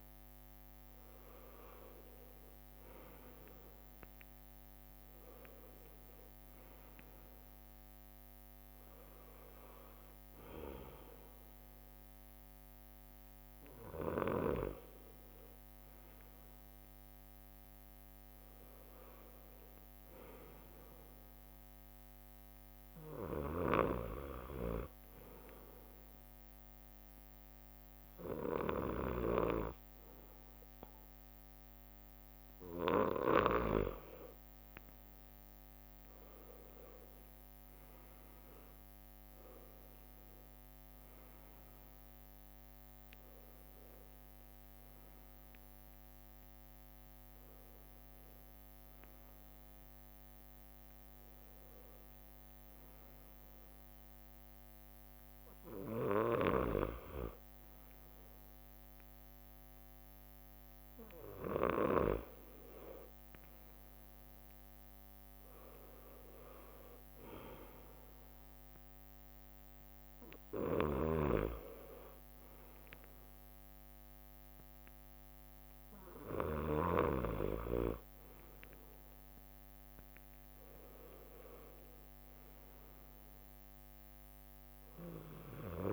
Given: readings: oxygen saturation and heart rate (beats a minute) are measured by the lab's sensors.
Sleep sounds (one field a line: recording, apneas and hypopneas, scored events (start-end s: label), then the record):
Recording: breathing in sleep by a microphone on the trachea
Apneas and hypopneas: none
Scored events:
0.00-7.50 s: leg movement (device-marked)
0.00-10.50 s: drop in pulse transit time (device-marked, heart rate 63 extreme)
7.50-10.00 s: leg movement (device-marked)
18.00-20.00 s: leg movement (device-marked)
20.00-23.00 s: leg movement (device-marked)
46.00-50.50 s: arousal
55.50-72.50 s: drop in pulse transit time (device-marked, heart rate 68 before, 64 extreme)
79.50-83.50 s: leg movement (device-marked)
From the record:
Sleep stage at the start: N2 (light sleep)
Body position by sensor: on the right side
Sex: male